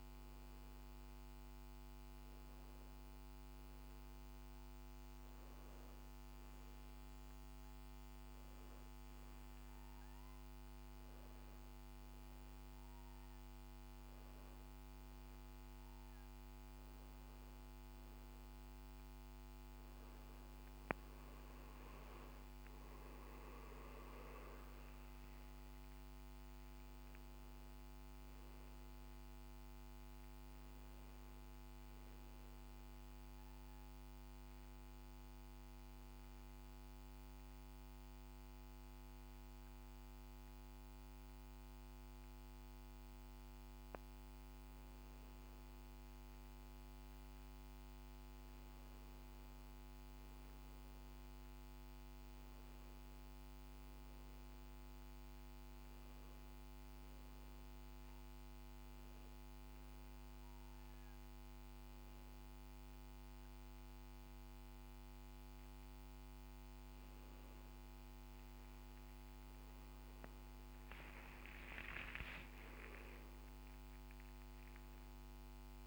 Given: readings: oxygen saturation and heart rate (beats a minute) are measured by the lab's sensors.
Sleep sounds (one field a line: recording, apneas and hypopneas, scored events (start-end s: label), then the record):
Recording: breathing in sleep, hard to hear, by a microphone on the trachea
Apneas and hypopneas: 2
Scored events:
22.50-27.00 s: arousal
27.00-44.00 s: oxygen desaturation (device-marked, oxygen 95% before, 91% lowest, heart rate 64 before, 56 extreme)
34.00-45.00 s: obstructive apnea (oxygen 95% before, 91% lowest, heart rate 65 before, 58 extreme, up 4 after)
47.00-51.00 s: arousal
57.00-69.00 s: hypopnea (oxygen 98% before, 93% lowest, heart rate 60 before, 62 extreme, up 10 after)
70.50-75.00 s: arousal
From the record:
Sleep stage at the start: N2 (light sleep)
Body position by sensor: on the back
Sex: male